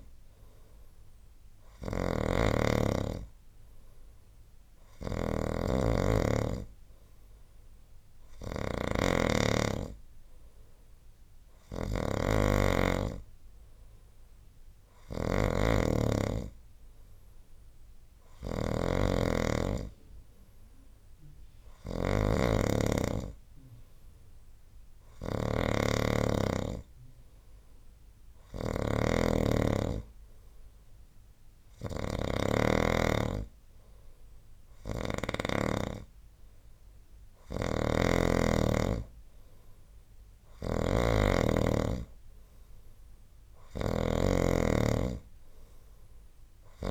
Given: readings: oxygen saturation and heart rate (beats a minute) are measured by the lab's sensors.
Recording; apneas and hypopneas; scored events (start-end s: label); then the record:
breathing in sleep by a room microphone; none
0.00-35.50 s: snoring (device-marked)
37.50-46.91 s: snoring (device-marked)
From the record:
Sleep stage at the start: N3 (deep sleep); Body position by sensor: on the right side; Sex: male